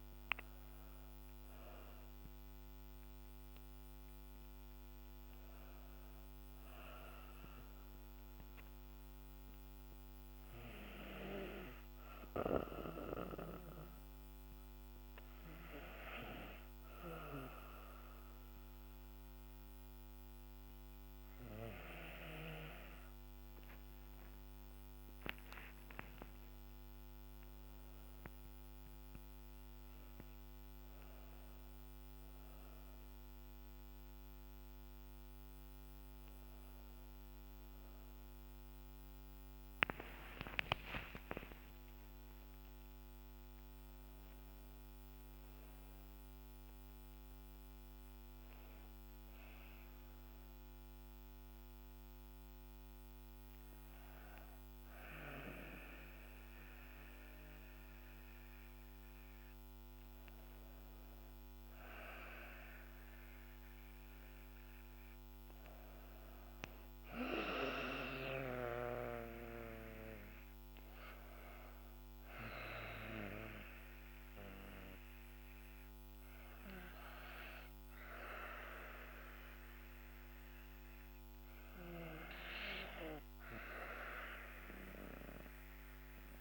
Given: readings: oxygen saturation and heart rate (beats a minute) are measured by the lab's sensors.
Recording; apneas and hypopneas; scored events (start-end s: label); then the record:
breathing in sleep by a microphone on the trachea; 1
0.00-9.50 s: oxygen desaturation (device-marked, oxygen 88% lowest, heart rate 58 extreme)
21.00-24.50 s: arousal
39.00-43.00 s: arousal
40.00-42.00 s: long interval between heartbeats (device-marked, heart rate 60 before, 69 extreme)
48.00-60.50 s: obstructive apnea (oxygen 99% before, 95% lowest, heart rate 65 before, 55 extreme, up 3 after)
63.00-66.00 s: arousal
From the record:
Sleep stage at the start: N2 (light sleep); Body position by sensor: on the back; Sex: female